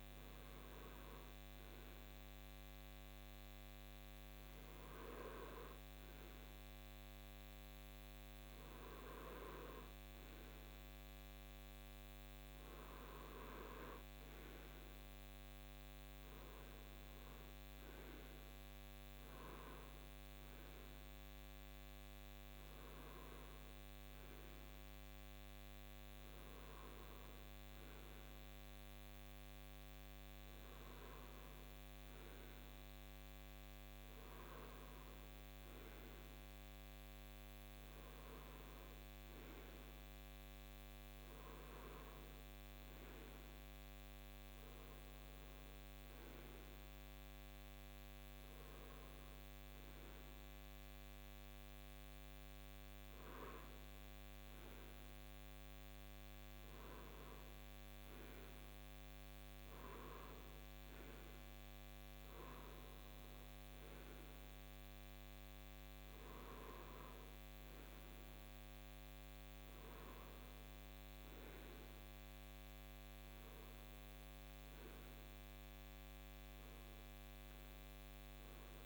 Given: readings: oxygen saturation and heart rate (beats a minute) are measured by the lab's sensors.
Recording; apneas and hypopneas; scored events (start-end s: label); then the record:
breathing in sleep, hard to hear, by a microphone on the trachea; none
none scored
From the record:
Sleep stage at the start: REM sleep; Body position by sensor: on the right side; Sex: male